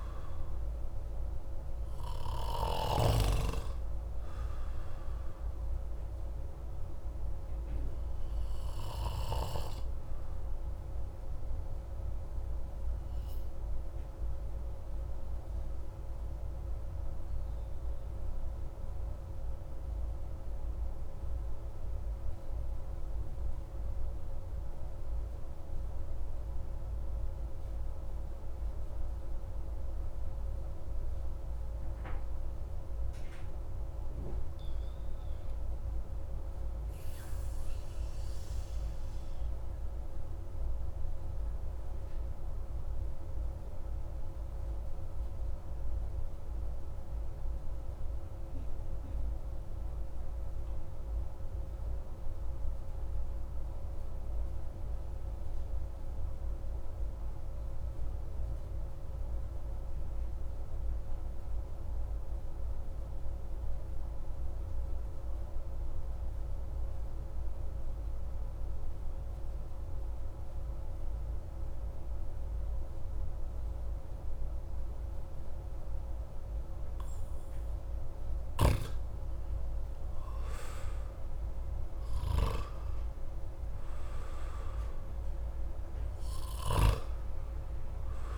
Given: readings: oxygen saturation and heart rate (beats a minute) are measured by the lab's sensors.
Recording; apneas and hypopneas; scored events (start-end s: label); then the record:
breathing in sleep by a room microphone; 2
0.00-20.50 s: oxygen desaturation (device-marked, oxygen 88% lowest)
6.00-31.50 s: obstructive apnea (oxygen 95% before, 88% lowest)
32.00-35.50 s: arousal
39.00-77.00 s: obstructive apnea (oxygen 99% before, 91% lowest)
67.50-77.50 s: oxygen desaturation (device-marked, oxygen 97% before, 94% lowest)
79.00-82.50 s: arousal
From the record:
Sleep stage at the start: N2 (light sleep); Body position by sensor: on the back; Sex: male